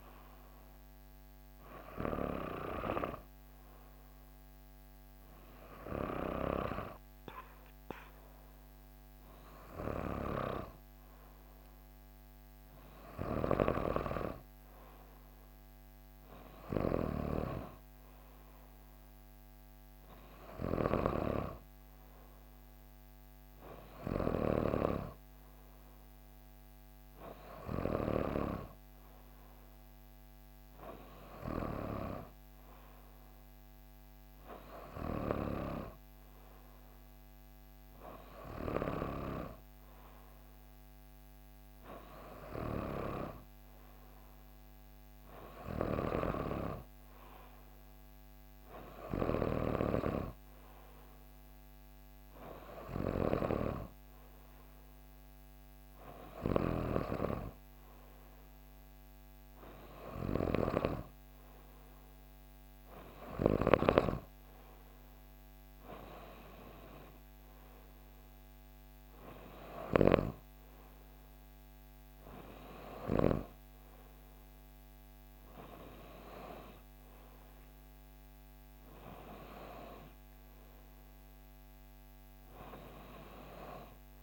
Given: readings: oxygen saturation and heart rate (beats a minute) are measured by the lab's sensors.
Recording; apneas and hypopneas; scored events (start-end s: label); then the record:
breathing in sleep by a microphone on the trachea; none
none scored
From the record:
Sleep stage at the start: N2 (light sleep); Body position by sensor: on the back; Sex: female